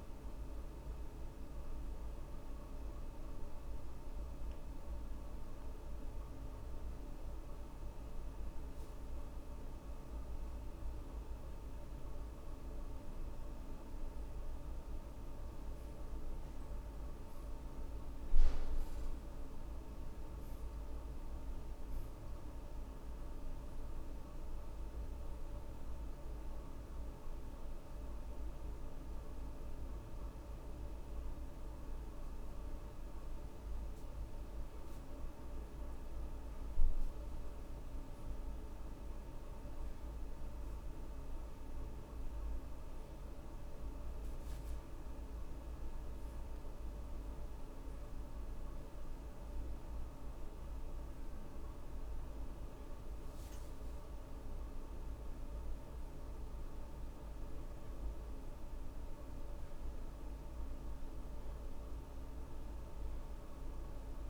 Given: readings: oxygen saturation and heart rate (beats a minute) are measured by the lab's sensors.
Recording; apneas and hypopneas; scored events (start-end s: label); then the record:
breathing in sleep, hard to hear, by a room microphone; 2
0.00-17.00 s: oxygen desaturation (device-marked, oxygen 76% lowest)
0.50-11.00 s: hypopnea (oxygen 92% before, 75% lowest)
14.50-19.00 s: arousal
19.00-36.00 s: oxygen desaturation (device-marked, oxygen 85% before, 76% lowest)
24.00-34.00 s: hypopnea (oxygen 85% before, 75% lowest)
37.00-41.00 s: arousal
44.00-58.00 s: oxygen desaturation (device-marked, oxygen 83% before, 75% lowest)
From the record:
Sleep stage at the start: N2 (light sleep); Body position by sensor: on the back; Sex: male